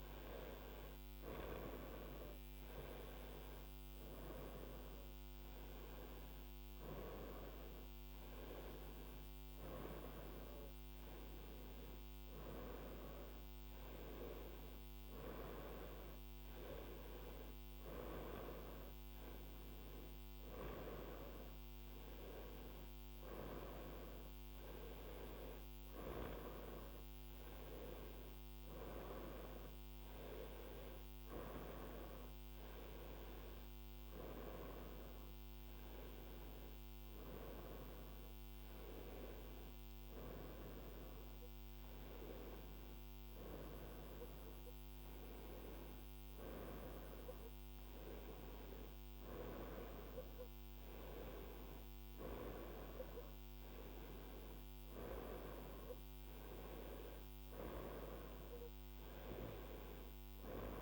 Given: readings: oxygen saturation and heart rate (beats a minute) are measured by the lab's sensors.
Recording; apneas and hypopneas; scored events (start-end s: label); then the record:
breathing in sleep by a microphone on the trachea; none
none scored
From the record:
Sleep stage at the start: N1 (lightest sleep); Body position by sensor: on the right side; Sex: female